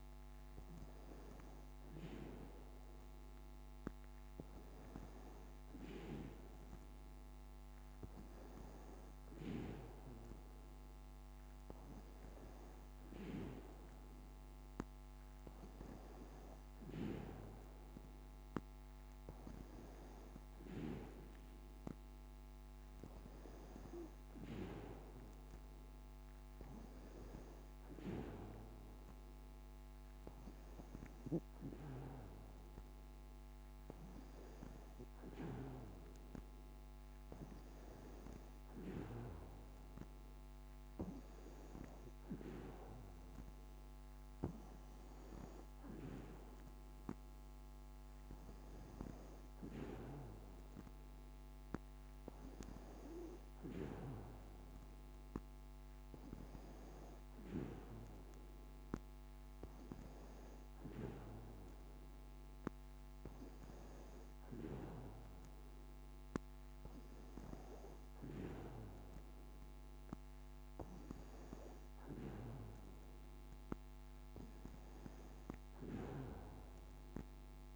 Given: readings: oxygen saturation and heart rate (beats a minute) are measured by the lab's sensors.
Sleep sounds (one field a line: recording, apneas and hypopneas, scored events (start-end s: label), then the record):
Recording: breathing in sleep by a microphone on the trachea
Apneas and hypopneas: none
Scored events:
none scored
From the record:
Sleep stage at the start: N2 (light sleep)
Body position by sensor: on the back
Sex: female